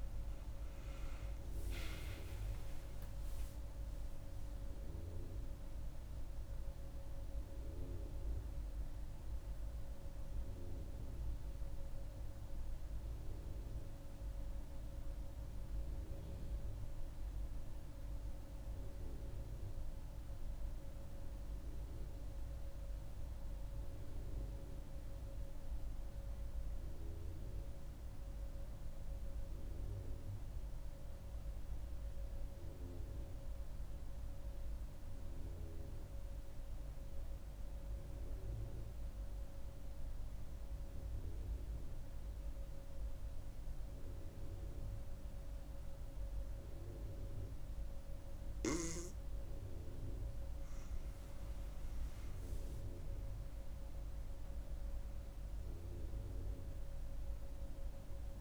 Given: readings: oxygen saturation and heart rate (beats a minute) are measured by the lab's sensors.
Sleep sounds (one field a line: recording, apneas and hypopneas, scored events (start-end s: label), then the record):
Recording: breathing in sleep, hard to hear, by a room microphone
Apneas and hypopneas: 1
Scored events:
0.00-2.50 s: arousal
16.50-49.00 s: mixed apnea (oxygen 96% before, 90% lowest)
44.00-58.41 s: oxygen desaturation (device-marked, oxygen 98% before, 90% lowest)
50.50-55.00 s: arousal
From the record:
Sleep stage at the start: N2 (light sleep)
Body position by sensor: on the right side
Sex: female